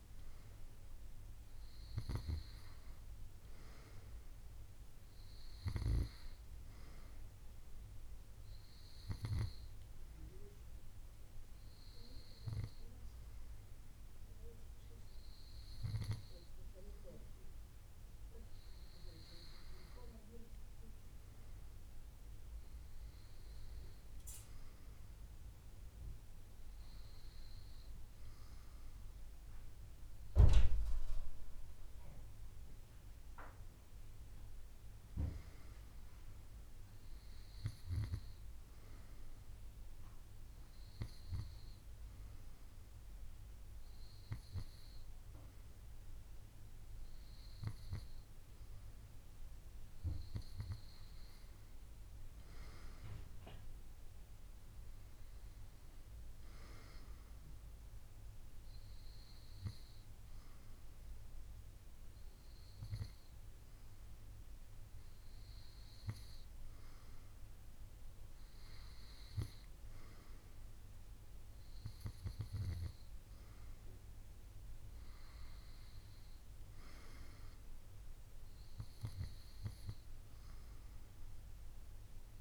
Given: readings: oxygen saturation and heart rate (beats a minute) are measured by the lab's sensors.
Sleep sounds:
breathing in sleep by a room microphone; none
none scored
From the record:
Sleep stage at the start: N2 (light sleep); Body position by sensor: on the right side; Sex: female

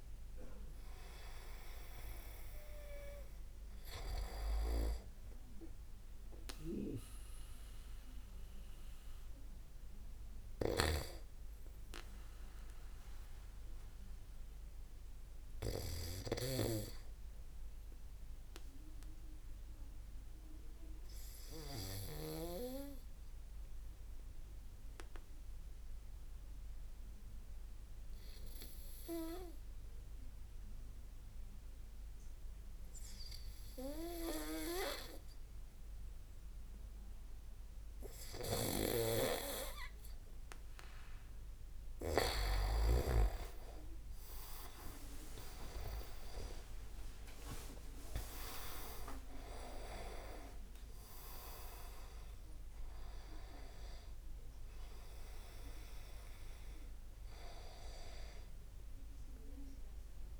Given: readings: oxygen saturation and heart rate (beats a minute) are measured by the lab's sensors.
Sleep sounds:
breathing in sleep by a room microphone; 1
0.00-11.50 s: oxygen desaturation (device-marked, oxygen 94% lowest)
10.50-22.50 s: snoring (device-marked)
19.00-39.50 s: hypopnea (oxygen 97% before, 92% lowest)
38.50-43.50 s: snoring (device-marked)
39.50-60.40 s: oxygen desaturation (device-marked, oxygen 98% before, 92% lowest)
43.50-50.00 s: arousal
44.00-52.50 s: leg movement (device-marked)
From the record:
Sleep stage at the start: N2 (light sleep); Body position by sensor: on the back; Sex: male

